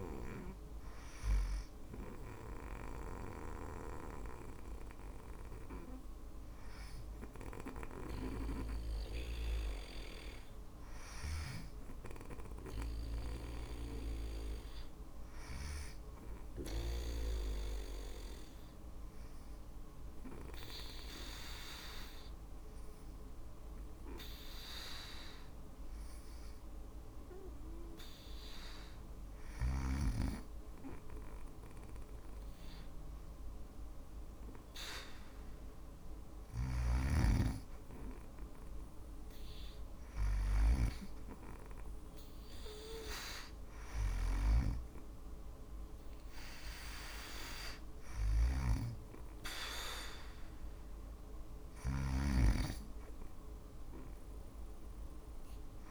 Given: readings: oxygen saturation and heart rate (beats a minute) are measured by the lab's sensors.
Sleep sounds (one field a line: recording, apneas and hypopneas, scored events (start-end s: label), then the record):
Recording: breathing in sleep by a room microphone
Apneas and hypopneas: 1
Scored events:
12.00-16.00 s: snoring (device-marked)
17.00-28.00 s: obstructive apnea (oxygen 98% before, 93% lowest, heart rate 59 before, 57 extreme, up 1 after)
30.50-34.00 s: arousal
31.00-46.00 s: oxygen desaturation (device-marked, oxygen 96% before, 93% lowest, heart rate 59 before, 56 extreme)
47.50-55.50 s: snoring (device-marked)
From the record:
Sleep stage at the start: N2 (light sleep)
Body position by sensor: on the back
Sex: female